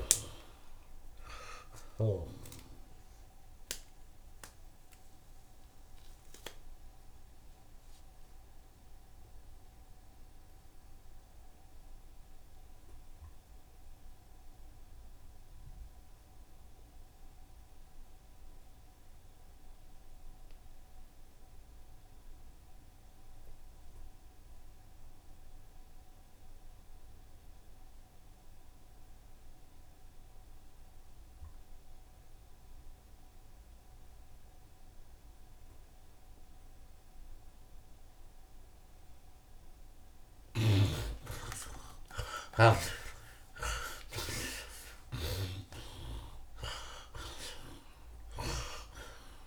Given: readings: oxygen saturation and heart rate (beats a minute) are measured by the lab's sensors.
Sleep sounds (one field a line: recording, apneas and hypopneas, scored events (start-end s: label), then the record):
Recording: breathing in sleep by a room microphone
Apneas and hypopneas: 1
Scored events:
0.00-4.50 s: oxygen desaturation (device-marked, oxygen 52% lowest, heart rate 66 extreme)
0.50-2.50 s: long interval between heartbeats (device-marked, heart rate 82 before, 94 extreme)
4.50-39.00 s: obstructive apnea (oxygen 59% before, 51% lowest, heart rate 86 before, 75 extreme, up 22 after)
18.50-49.47 s: oxygen desaturation (device-marked, oxygen 86% before, 51% lowest, heart rate 86 before, 75 extreme)
39.00-41.00 s: long interval between heartbeats (device-marked, heart rate 76 before, 88 extreme)
41.00-46.00 s: arousal
42.00-44.00 s: long interval between heartbeats (device-marked, heart rate 78 before, 97 extreme)
From the record:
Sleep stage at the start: N2 (light sleep)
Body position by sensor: on the right side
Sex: male